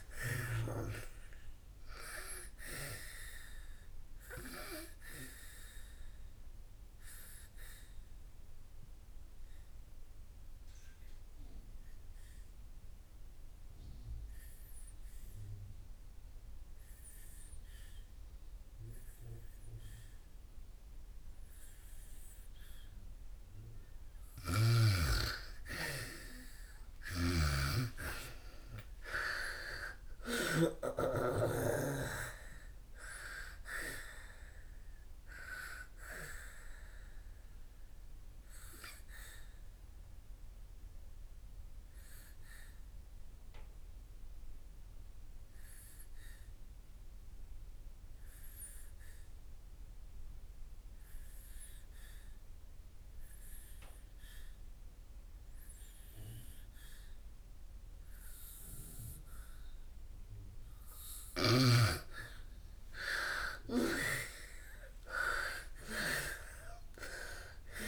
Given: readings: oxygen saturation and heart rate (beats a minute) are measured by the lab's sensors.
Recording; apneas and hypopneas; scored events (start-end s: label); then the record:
breathing in sleep by a room microphone; 2
0.00-19.00 s: oxygen desaturation (device-marked, oxygen 88% lowest, heart rate 55 extreme)
5.50-24.00 s: obstructive apnea (oxygen 98% before, 82% lowest, heart rate 64 before, 58 extreme, up 19 after)
24.00-30.50 s: snoring (device-marked)
26.00-53.00 s: oxygen desaturation (device-marked, oxygen 97% before, 84% lowest, heart rate 64 before, 59 extreme)
27.50-33.00 s: arousal
37.50-59.50 s: obstructive apnea (oxygen 97% before, 82% lowest, heart rate 66 before, 58 extreme, up 24 after)
58.00-67.88 s: oxygen desaturation (device-marked, oxygen 98% before, 82% lowest, heart rate 66 before, 57 extreme)
63.00-67.88 s: arousal
From the record:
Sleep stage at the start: N2 (light sleep); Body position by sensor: on the back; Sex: female